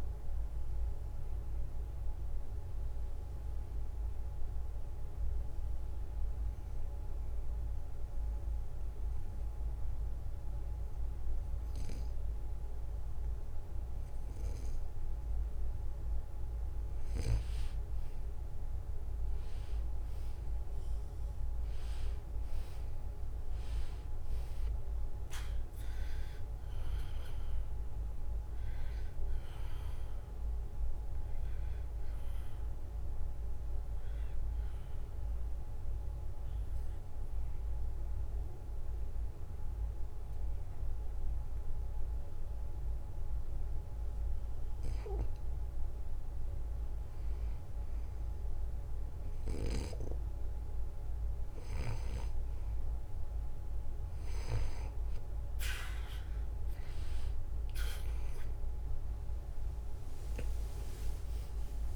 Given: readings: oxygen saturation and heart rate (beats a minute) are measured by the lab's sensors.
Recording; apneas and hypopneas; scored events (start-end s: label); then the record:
breathing in sleep by a room microphone; 2
0.00-8.00 s: oxygen desaturation (device-marked, oxygen 87% lowest, heart rate 71 extreme)
7.00-17.50 s: obstructive apnea (oxygen 94% before, 90% lowest, heart rate 77 before, 71 extreme, up 3 after)
21.50-25.00 s: arousal
26.00-41.00 s: oxygen desaturation (device-marked, oxygen 96% before, 90% lowest, heart rate 72 before, 68 extreme)
34.50-45.50 s: obstructive apnea (oxygen 96% before, 90% lowest, heart rate 73 before, 68 extreme, up 4 after)
48.50-52.00 s: arousal
57.00-61.96 s: oxygen desaturation (device-marked, oxygen 95% before, 91% lowest, heart rate 71 before, 72 extreme)
From the record:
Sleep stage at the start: N2 (light sleep); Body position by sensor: on the back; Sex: male